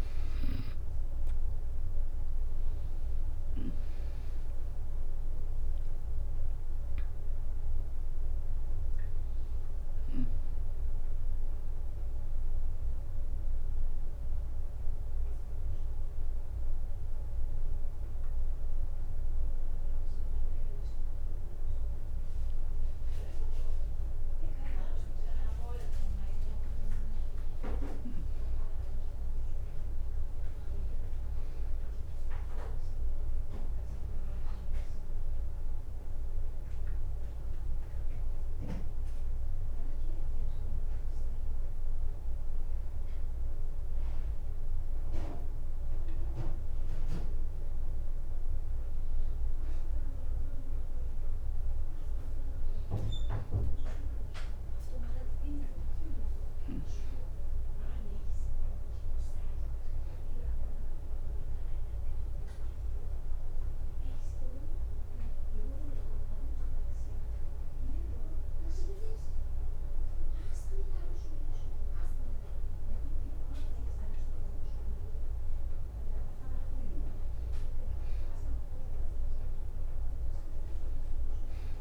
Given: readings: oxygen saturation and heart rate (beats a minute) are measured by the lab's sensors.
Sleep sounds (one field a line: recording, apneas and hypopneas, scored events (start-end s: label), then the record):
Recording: breathing in sleep by a room microphone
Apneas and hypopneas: 3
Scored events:
1.00-3.00 s: long interval between heartbeats (device-marked, heart rate 67 before, 76 extreme)
2.50-18.50 s: oxygen desaturation (device-marked, oxygen 98% before, 91% lowest, heart rate 67 before, 60 extreme)
4.50-16.50 s: drop in pulse transit time (device-marked, heart rate 67 before, 62 extreme)
13.00-25.00 s: hypopnea (oxygen 98% before, 93% lowest, heart rate 70 before, 60 extreme, up 4 after)
27.00-31.00 s: arousal
33.50-43.50 s: oxygen desaturation (device-marked, oxygen 98% before, 93% lowest, heart rate 62 before, 62 extreme)
36.00-46.50 s: hypopnea (oxygen 98% before, 93% lowest, heart rate 62 before, 62 extreme, up 0 after)
50.00-54.50 s: arousal
55.50-67.50 s: oxygen desaturation (device-marked, oxygen 97% before, 94% lowest, heart rate 63 before, 63 extreme)
61.50-72.50 s: hypopnea (oxygen 97% before, 93% lowest, heart rate 64 before, 63 extreme, up 2 after)
75.00-78.50 s: arousal
From the record:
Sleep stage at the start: N2 (light sleep)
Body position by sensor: on the back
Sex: female